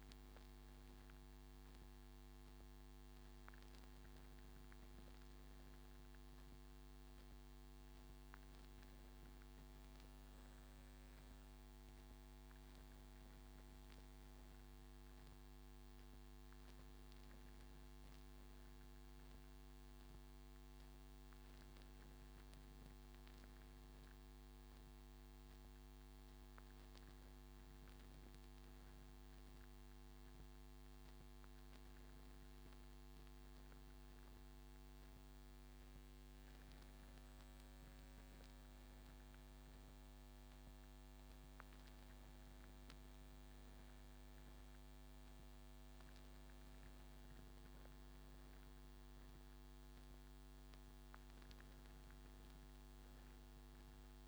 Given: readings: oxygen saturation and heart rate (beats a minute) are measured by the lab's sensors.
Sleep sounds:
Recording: breathing in sleep, hard to hear, by a microphone on the trachea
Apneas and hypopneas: none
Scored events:
none scored
From the record:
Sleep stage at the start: N3 (deep sleep)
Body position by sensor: on the front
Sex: male

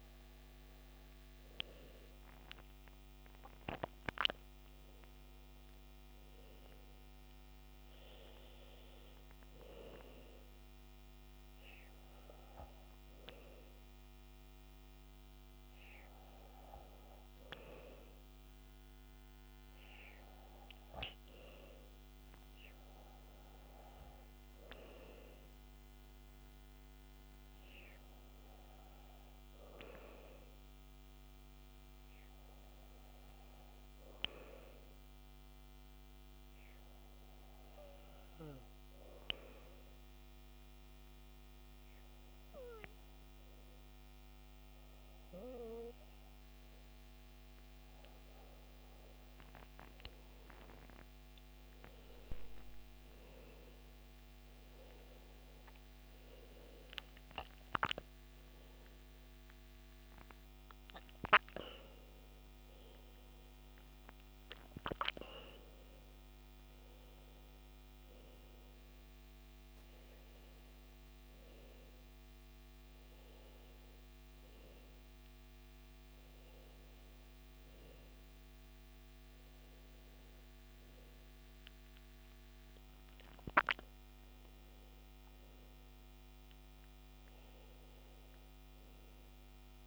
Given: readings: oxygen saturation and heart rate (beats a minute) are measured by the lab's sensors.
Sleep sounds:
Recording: breathing in sleep by a microphone on the trachea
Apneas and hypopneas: 1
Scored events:
32.00-46.50 s: hypopnea (oxygen 98% before, 96% lowest, heart rate 63 before, 58 extreme, up 14 after)
48.50-53.00 s: arousal
57.50-89.87 s: new sleep stage, N1 (lightest sleep)
From the record:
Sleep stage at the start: N2 (light sleep)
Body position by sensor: on the back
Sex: male

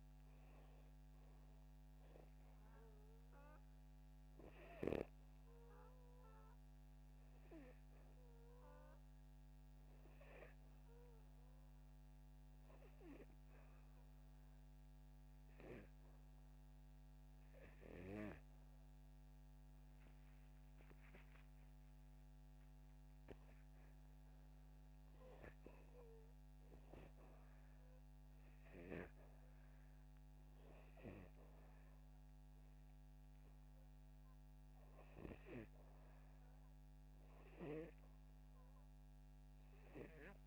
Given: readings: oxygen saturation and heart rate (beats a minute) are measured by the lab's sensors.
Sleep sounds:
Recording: breathing in sleep by a microphone on the trachea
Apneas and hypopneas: 1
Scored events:
3.50-22.50 s: oxygen desaturation (device-marked, oxygen 98% before, 95% lowest, heart rate 78 before, 75 extreme)
17.50-27.50 s: hypopnea (oxygen 99% before, 90% lowest, heart rate 78 before, 81 extreme, up 5 after)
28.00-31.50 s: arousal
From the record:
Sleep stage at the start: REM sleep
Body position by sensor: upright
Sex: male

